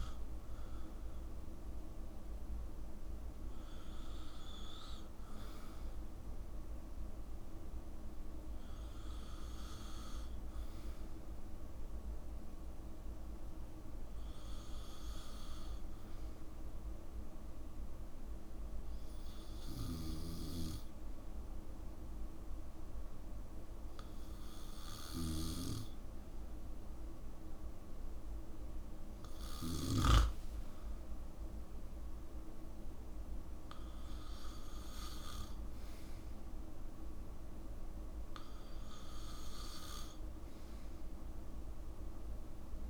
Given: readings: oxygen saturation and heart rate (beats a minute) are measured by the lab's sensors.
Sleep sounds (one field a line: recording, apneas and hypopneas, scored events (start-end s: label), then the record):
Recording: breathing in sleep by a room microphone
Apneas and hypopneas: 1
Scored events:
17.50-30.00 s: obstructive apnea (oxygen 95% before, 92% lowest, heart rate 67 before, 60 extreme, up 16 after)
30.50-32.50 s: long interval between heartbeats (device-marked, heart rate 67 before, 80 extreme)
31.00-34.50 s: arousal
From the record:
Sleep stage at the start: N2 (light sleep)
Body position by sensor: on the back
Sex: male